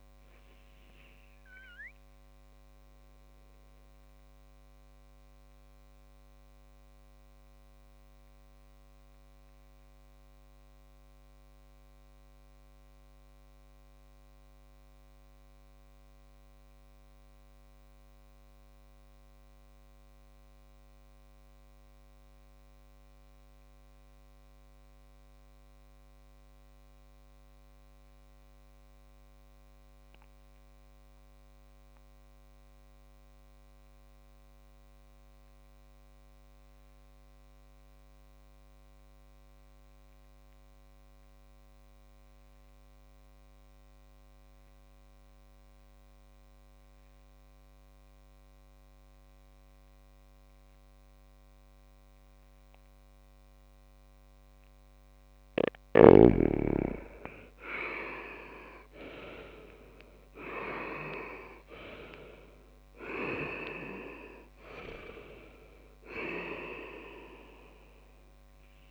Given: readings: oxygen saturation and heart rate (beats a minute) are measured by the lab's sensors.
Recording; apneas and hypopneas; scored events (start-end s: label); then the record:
breathing in sleep by a microphone on the trachea; 1
2.00-52.50 s: mixed apnea (oxygen 98% before, 93% lowest)
39.50-58.50 s: oxygen desaturation (device-marked, oxygen 100% before, 96% lowest)
56.50-60.50 s: arousal
56.50-68.91 s: new sleep stage, REM sleep
60.50-68.91 s: oxygen desaturation (device-marked, oxygen 97% before, 93% lowest)
From the record:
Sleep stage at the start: N2 (light sleep); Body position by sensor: on the back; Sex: male